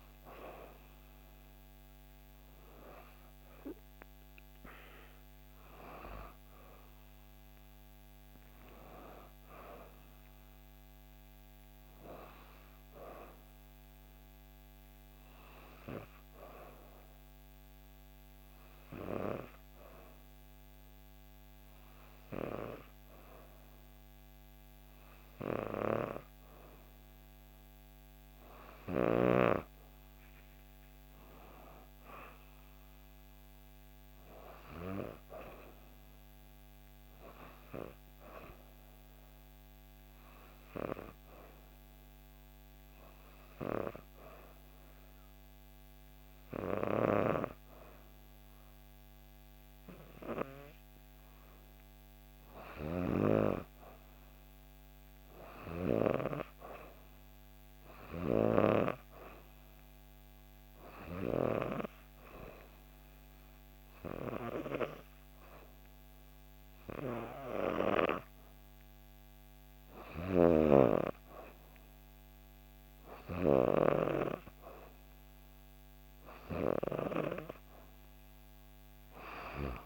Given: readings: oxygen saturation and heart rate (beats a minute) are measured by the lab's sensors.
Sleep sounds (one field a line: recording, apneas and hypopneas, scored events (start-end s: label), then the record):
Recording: breathing in sleep by a microphone on the trachea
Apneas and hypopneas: 3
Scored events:
8.00-11.50 s: arousal
15.00-27.00 s: hypopnea (oxygen 95% before, 92% lowest, heart rate 66 before, 62 extreme, up 6 after)
29.50-33.50 s: arousal
38.50-50.00 s: hypopnea (oxygen 95% before, 91% lowest, heart rate 64 before, 64 extreme, up 1 after)
52.00-55.50 s: arousal
62.50-75.50 s: hypopnea (oxygen 95% before, 91% lowest, heart rate 65 before, 65 extreme, up 3 after)
From the record:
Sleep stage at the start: N2 (light sleep)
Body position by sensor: on the back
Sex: female